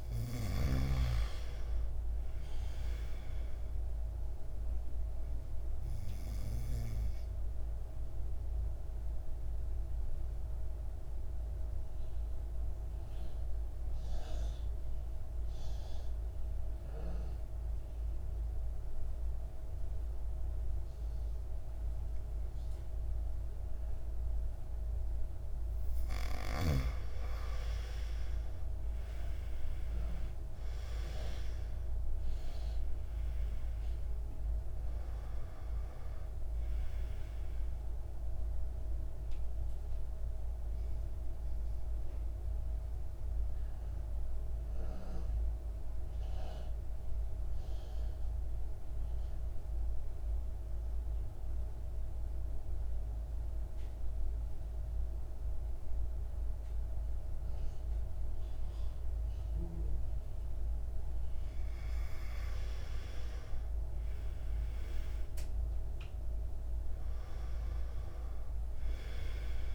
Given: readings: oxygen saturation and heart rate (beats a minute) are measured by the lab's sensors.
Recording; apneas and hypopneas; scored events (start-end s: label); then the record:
breathing in sleep by a room microphone; 2
0.00-23.00 s: oxygen desaturation (device-marked, oxygen 88% lowest, heart rate 52 extreme)
7.00-26.50 s: mixed apnea (oxygen 99% before, 86% lowest, heart rate 59 before, 52 extreme, up 11 after)
28.00-32.00 s: arousal
29.00-57.00 s: oxygen desaturation (device-marked, oxygen 98% before, 86% lowest, heart rate 55 before, 52 extreme)
40.50-60.50 s: obstructive apnea (oxygen 98% before, 86% lowest, heart rate 61 before, 53 extreme, up 5 after)
62.00-65.50 s: arousal
From the record:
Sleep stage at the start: N2 (light sleep); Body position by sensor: on the back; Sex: male